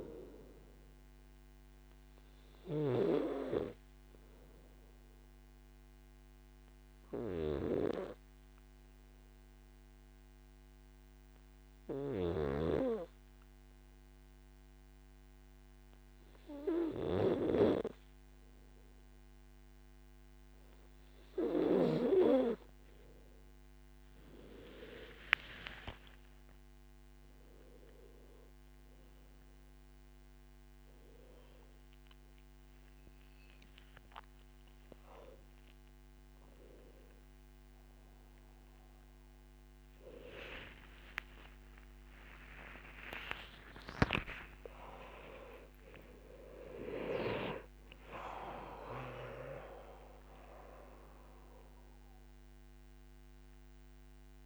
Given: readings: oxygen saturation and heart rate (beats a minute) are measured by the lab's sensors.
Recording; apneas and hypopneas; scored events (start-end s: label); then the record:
a person partly awake in a sleep study, by a microphone on the trachea; 1
2.50-21.50 s: obstructive apnea (oxygen 99% before, 93% lowest, heart rate 54 before, 49 extreme, up 17 after)
8.00-17.00 s: oxygen desaturation (device-marked, oxygen 98% before, 94% lowest, heart rate 54 before, 52 extreme)
29.00-54.46 s: new sleep stage, awake
32.00-51.00 s: oxygen desaturation (device-marked, oxygen 97% before, 93% lowest, heart rate 58 before, 54 extreme)
41.00-43.00 s: long interval between heartbeats (device-marked, heart rate 66 before, 94 extreme)
43.00-45.00 s: long interval between heartbeats (device-marked, heart rate 71 before, 126 extreme)
46.50-48.50 s: long interval between heartbeats (device-marked, heart rate 84 before, 166 extreme)
48.50-50.50 s: long interval between heartbeats (device-marked, heart rate 94 before, 152 extreme)
From the record:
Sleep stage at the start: N2 (light sleep); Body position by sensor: on the back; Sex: male